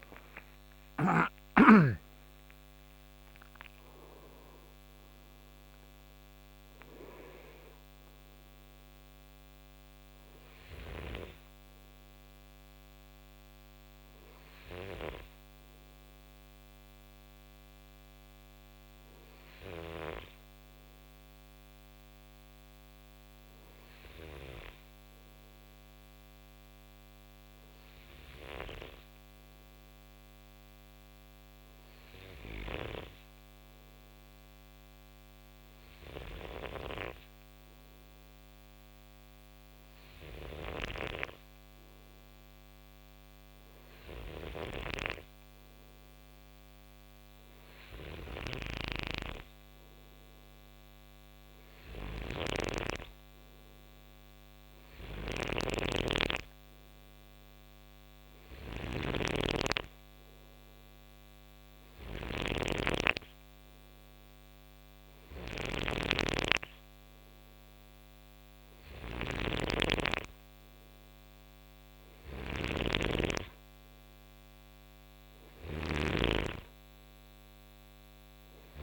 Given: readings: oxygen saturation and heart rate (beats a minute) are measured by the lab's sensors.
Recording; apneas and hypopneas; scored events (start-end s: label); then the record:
breathing in sleep by a microphone on the trachea; none
0.00-1.00 s: snoring (device-marked)
0.00-5.00 s: arousal
28.00-78.83 s: snoring (device-marked)
From the record:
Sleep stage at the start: N2 (light sleep); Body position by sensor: on the right side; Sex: male